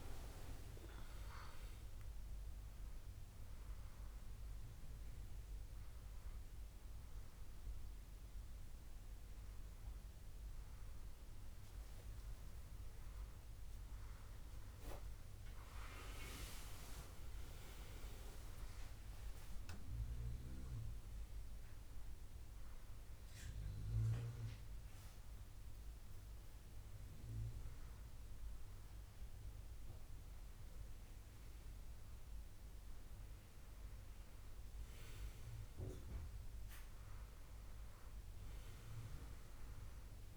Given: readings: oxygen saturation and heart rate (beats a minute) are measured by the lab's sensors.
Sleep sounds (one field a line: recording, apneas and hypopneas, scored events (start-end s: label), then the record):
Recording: breathing in sleep by a room microphone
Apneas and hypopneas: none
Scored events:
9.00-11.00 s: long interval between heartbeats (device-marked, heart rate 74 before, 75 extreme)
From the record:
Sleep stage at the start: N2 (light sleep)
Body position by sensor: on the back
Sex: male